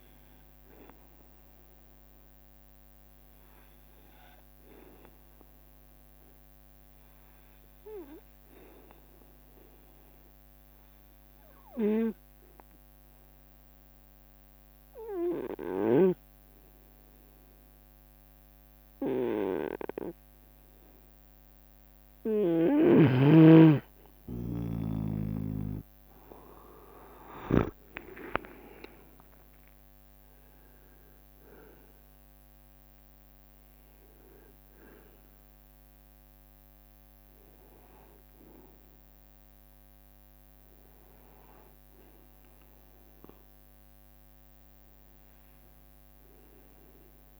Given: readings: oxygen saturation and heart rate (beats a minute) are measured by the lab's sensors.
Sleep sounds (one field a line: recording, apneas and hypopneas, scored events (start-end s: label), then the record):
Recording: breathing in sleep by a microphone on the trachea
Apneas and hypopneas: 1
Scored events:
2.50-4.50 s: leg movement (device-marked)
6.00-9.00 s: arousal
10.50-23.00 s: obstructive apnea (oxygen 96% before, 90% lowest, heart rate 71 before, 67 extreme, up 14 after)
21.00-23.50 s: leg movement (device-marked)
24.50-34.50 s: leg movement (device-marked)
26.00-30.50 s: arousal
27.00-40.00 s: drop in pulse transit time (device-marked, heart rate 71 before, 71 extreme)
28.50-30.50 s: long interval between heartbeats (device-marked, heart rate 72 before, 84 extreme)
31.00-47.40 s: oxygen desaturation (device-marked, oxygen 95% before, 90% lowest, heart rate 74 before, 67 extreme)
From the record:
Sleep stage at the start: N2 (light sleep)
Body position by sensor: on the right side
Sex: male